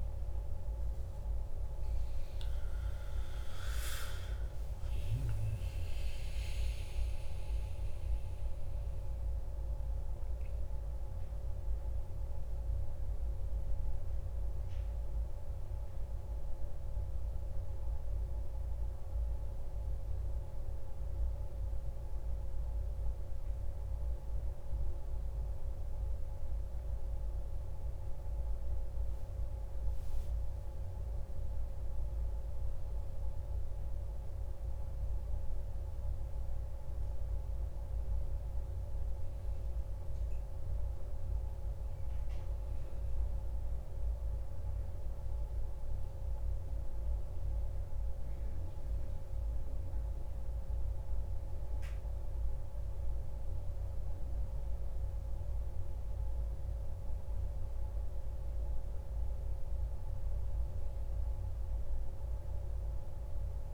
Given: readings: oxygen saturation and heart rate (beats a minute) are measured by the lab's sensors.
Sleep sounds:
breathing in sleep, hard to hear, by a room microphone; none
3.00-9.00 s: arousal
From the record:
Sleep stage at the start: N1 (lightest sleep); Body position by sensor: on the back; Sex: male

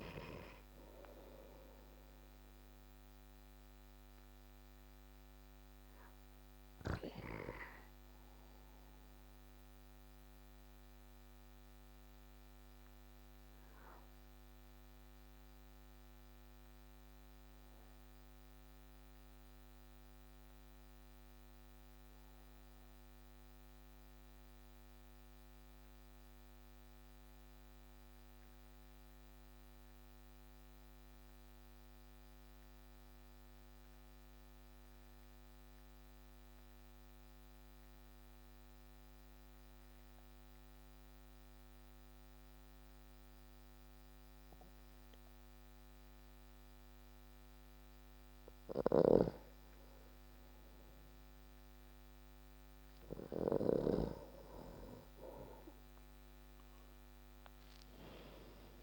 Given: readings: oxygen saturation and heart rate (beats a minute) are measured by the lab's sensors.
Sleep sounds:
breathing in sleep by a microphone on the trachea; 1
0.00-22.50 s: oxygen desaturation (device-marked, oxygen 82% lowest)
10.50-47.00 s: obstructive apnea (oxygen 91% before, 82% lowest)
49.50-54.00 s: arousal
From the record:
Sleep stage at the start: N2 (light sleep); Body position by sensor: on the back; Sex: male

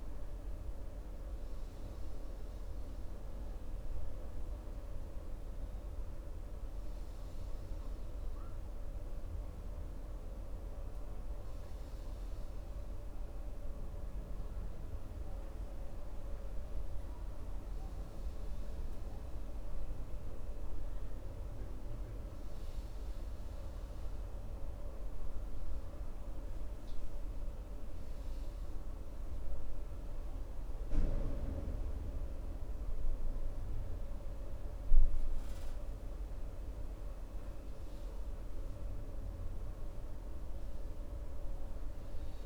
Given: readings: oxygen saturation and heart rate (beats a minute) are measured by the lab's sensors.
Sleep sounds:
breathing in sleep, hard to hear, by a room microphone; 1
26.50-38.00 s: hypopnea (oxygen 96% before, 93% lowest, heart rate 67 before, 66 extreme, up 1 after)
41.00-42.46 s: arousal
From the record:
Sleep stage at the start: N2 (light sleep); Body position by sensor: on the right side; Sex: male

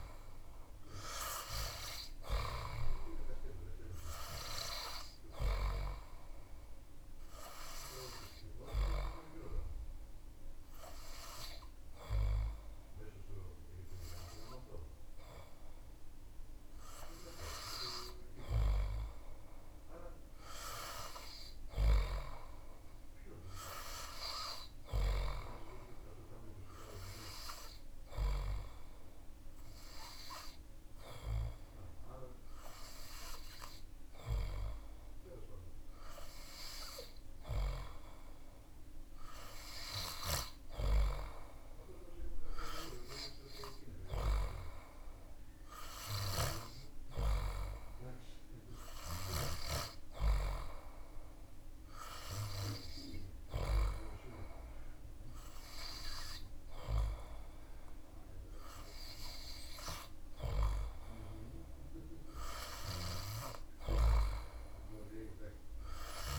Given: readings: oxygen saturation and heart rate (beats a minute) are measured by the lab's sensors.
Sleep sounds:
breathing in sleep by a room microphone; 1
0.00-1.00 s: arousal
9.50-20.00 s: hypopnea (oxygen 99% before, 96% lowest)
23.00-27.50 s: arousal
From the record:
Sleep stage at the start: N3 (deep sleep); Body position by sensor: on the back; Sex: male

